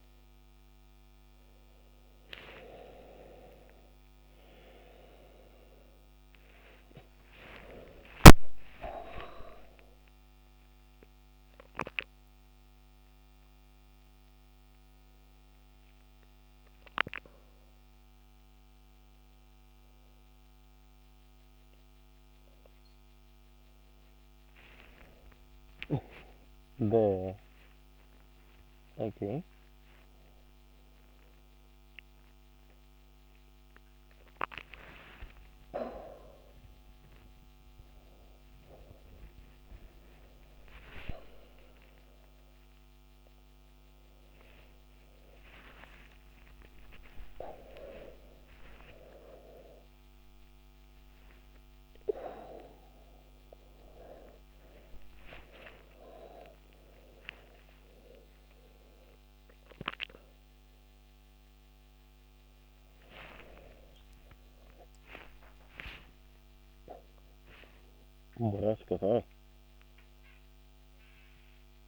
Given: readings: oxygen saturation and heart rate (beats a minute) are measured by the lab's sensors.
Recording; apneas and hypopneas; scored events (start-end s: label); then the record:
a person awake in a sleep study, by a microphone on the trachea; none
none scored
From the record:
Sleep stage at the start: awake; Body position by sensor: on the back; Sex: male